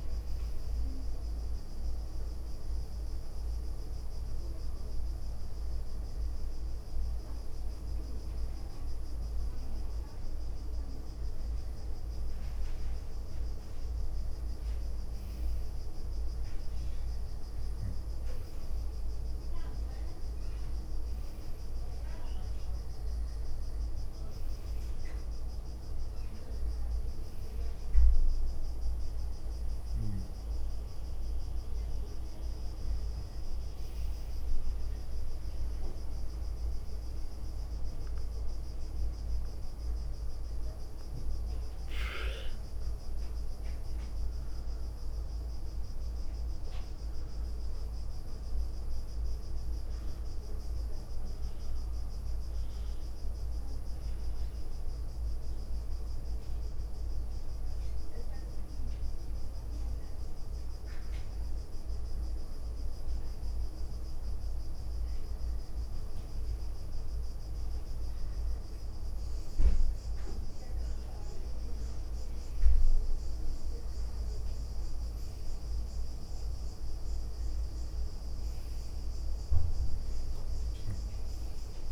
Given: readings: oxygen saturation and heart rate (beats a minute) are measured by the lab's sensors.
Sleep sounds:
breathing in sleep, hard to hear, by a room microphone; 1
0.00-2.00 s: leg movement (device-marked)
8.00-9.50 s: leg movement (device-marked)
11.00-12.50 s: leg movement (device-marked)
13.50-15.00 s: leg movement (device-marked)
16.50-18.50 s: leg movement (device-marked)
19.50-21.50 s: leg movement (device-marked)
22.50-24.50 s: leg movement (device-marked)
25.50-27.50 s: leg movement (device-marked)
28.50-31.00 s: leg movement (device-marked)
32.00-34.00 s: leg movement (device-marked)
35.50-38.00 s: leg movement (device-marked)
39.50-40.50 s: leg movement (device-marked)
39.50-49.50 s: hypopnea (oxygen 96% before, 93% lowest, heart rate 70 before, 67 extreme, up 6 after)
43.00-44.50 s: leg movement (device-marked)
46.00-47.00 s: leg movement (device-marked)
52.00-55.50 s: arousal
58.00-60.50 s: leg movement (device-marked)
From the record:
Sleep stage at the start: N2 (light sleep); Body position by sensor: on the right side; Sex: female

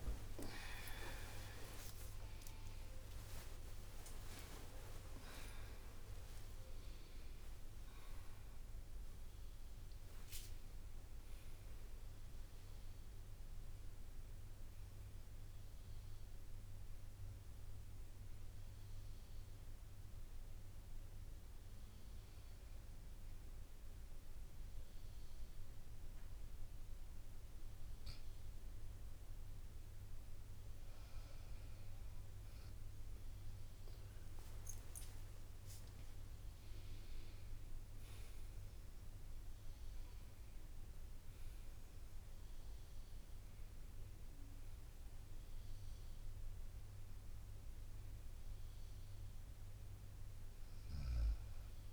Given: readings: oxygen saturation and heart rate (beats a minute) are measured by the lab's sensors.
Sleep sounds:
a person awake in a sleep study, by a room microphone; none
0.00-2.00 s: long interval between heartbeats (device-marked, heart rate 79 before, 108 extreme)
0.00-9.50 s: tachycardia (device-marked, heart rate 145 extreme)
2.00-4.00 s: long interval between heartbeats (device-marked, heart rate 84 before, 103 extreme)
4.00-6.00 s: long interval between heartbeats (device-marked, heart rate 87 before, 121 extreme)
7.00-9.00 s: long interval between heartbeats (device-marked, heart rate 96 before, 145 extreme)
7.50-20.50 s: drop in pulse transit time (device-marked, heart rate 99 before, 68 extreme)
27.50-51.93 s: new sleep stage, N1 (lightest sleep)
33.50-44.50 s: drop in pulse transit time (device-marked, heart rate 67 before, 67 extreme)
From the record:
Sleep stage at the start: awake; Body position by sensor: on the right side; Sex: female

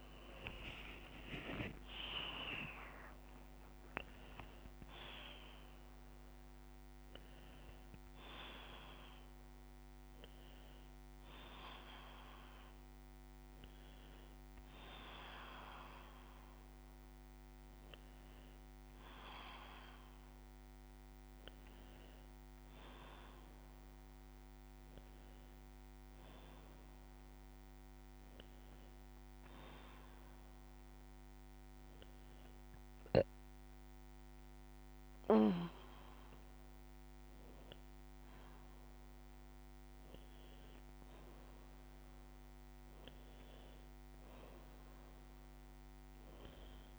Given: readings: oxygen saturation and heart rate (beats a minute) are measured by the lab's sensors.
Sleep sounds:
a person partly awake in a sleep study, by a microphone on the trachea; none
0.00-8.50 s: drop in pulse transit time (device-marked)
0.00-45.50 s: bradycardia (device-marked)
2.00-11.00 s: leg movement (device-marked)
3.50-46.99 s: new sleep stage, N1 (lightest sleep)
6.50-8.50 s: long interval between heartbeats (device-marked)
28.50-36.50 s: drop in pulse transit time (device-marked)
36.50-38.50 s: long interval between heartbeats (device-marked)
41.50-43.50 s: long interval between heartbeats (device-marked)
From the record:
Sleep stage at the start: awake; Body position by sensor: upright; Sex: female

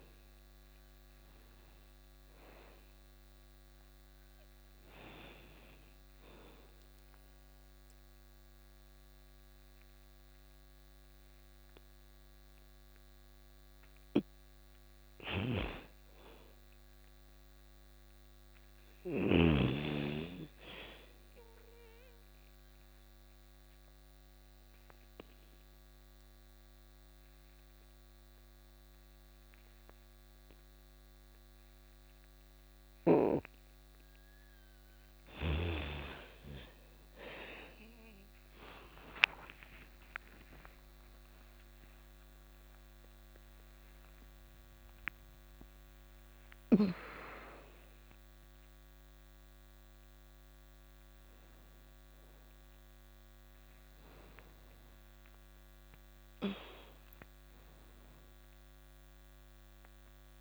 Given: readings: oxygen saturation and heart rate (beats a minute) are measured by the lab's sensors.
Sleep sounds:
a person awake in a sleep study, by a microphone on the trachea; 2
0.00-13.00 s: oxygen desaturation (device-marked, oxygen 97% before, 91% lowest, heart rate 95 before, 91 extreme)
3.00-13.50 s: obstructive apnea (oxygen 97% before, 88% lowest, heart rate 102 before, 91 extreme, up 0 after)
14.00-18.50 s: snoring (device-marked)
15.50-18.50 s: arousal
21.50-33.00 s: obstructive apnea (oxygen 97% before, 88% lowest, heart rate 101 before, 95 extreme, up 21 after)
22.00-34.00 s: oxygen desaturation (device-marked, oxygen 97% before, 92% lowest, heart rate 101 before, 95 extreme)
30.00-60.41 s: new sleep stage, awake
36.00-49.00 s: oxygen desaturation (device-marked, oxygen 96% before, 88% lowest, heart rate 106 before, 86 extreme)
From the record:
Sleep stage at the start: REM sleep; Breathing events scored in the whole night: 397 in 3.1 hours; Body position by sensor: on the back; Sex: female

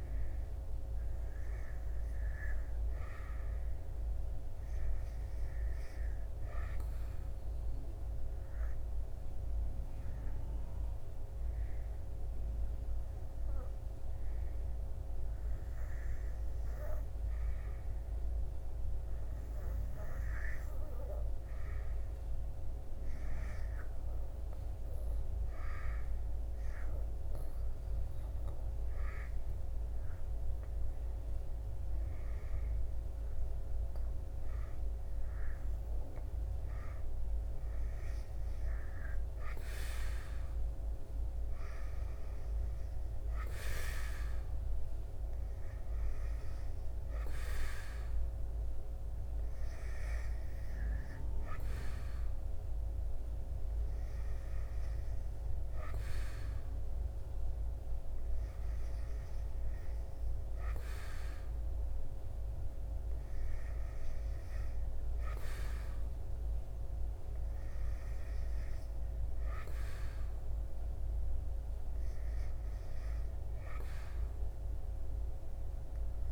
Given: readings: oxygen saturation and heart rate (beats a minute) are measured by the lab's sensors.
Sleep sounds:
breathing in sleep, hard to hear, by a room microphone; 2
3.00-21.00 s: oxygen desaturation (device-marked, oxygen 99% before, 95% lowest, heart rate 72 before, 74 extreme)
7.00-17.00 s: obstructive apnea (oxygen 100% before, 91% lowest, heart rate 73 before, 76 extreme, up 9 after)
20.50-23.50 s: arousal
27.50-37.50 s: hypopnea (oxygen 99% before, 91% lowest, heart rate 78 before, 76 extreme, up 7 after)
29.00-42.00 s: oxygen desaturation (device-marked, oxygen 96% before, 91% lowest, heart rate 78 before, 78 extreme)
41.50-45.50 s: arousal
From the record:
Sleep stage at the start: N2 (light sleep); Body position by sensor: on the back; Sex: male

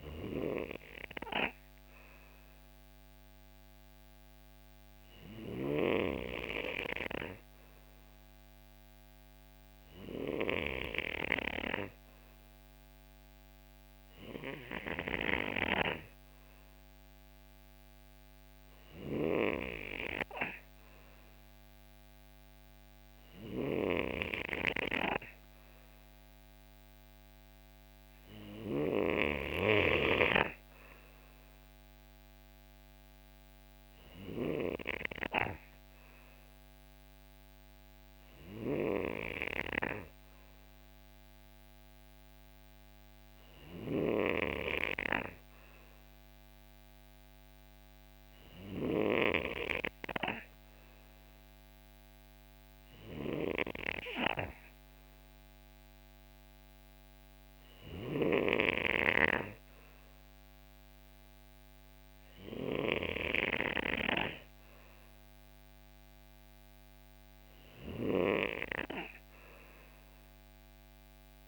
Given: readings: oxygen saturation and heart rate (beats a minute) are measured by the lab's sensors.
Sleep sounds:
breathing in sleep by a microphone on the trachea; none
none scored
From the record:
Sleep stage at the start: N2 (light sleep); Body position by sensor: on the right side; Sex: male

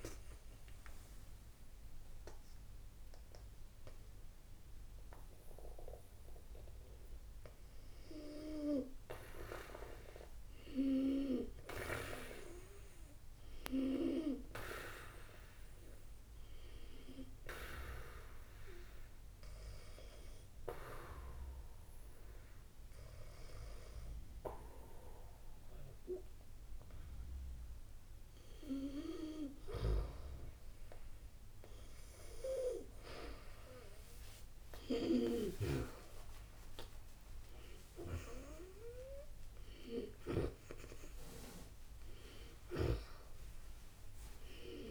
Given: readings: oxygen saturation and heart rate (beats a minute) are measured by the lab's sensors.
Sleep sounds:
a person partly awake in a sleep study, by a room microphone; 1
14.00-44.91 s: new sleep stage, N2 (light sleep)
16.50-28.00 s: hypopnea (oxygen 95% before, 92% lowest, heart rate 84 before, 66 extreme, up 32 after)
36.00-40.00 s: arousal
From the record:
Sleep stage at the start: awake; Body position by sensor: on the back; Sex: female

